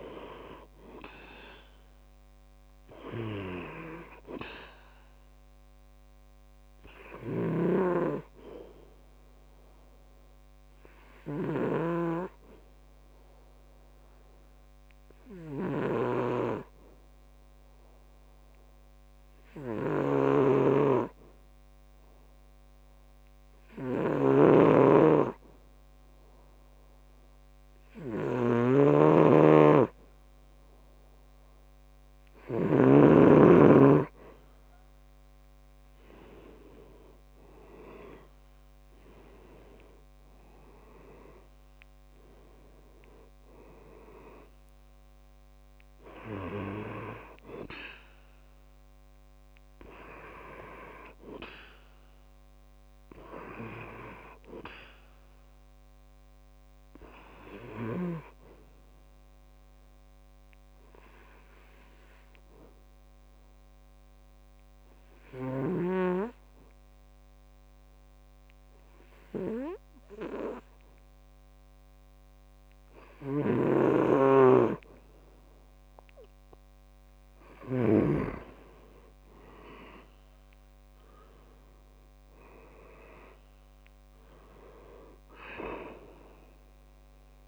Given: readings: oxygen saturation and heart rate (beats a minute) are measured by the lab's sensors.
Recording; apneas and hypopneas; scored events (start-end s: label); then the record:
breathing in sleep by a microphone on the trachea; 2
8.00-32.50 s: obstructive apnea (oxygen 98% before, 91% lowest, heart rate 69 before, 66 extreme, up 4 after)
29.00-33.50 s: snoring (device-marked)
32.00-62.00 s: oxygen desaturation (device-marked, oxygen 97% before, 91% lowest, heart rate 69 before, 67 extreme)
35.50-40.50 s: arousal
60.00-74.00 s: obstructive apnea (oxygen 96% before, 92% lowest, heart rate 72 before, 64 extreme, up 5 after)
79.00-82.50 s: arousal
81.00-87.48 s: oxygen desaturation (device-marked, oxygen 98% before, 92% lowest, heart rate 69 before, 64 extreme)
From the record:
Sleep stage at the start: N2 (light sleep); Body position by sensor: on the back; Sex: male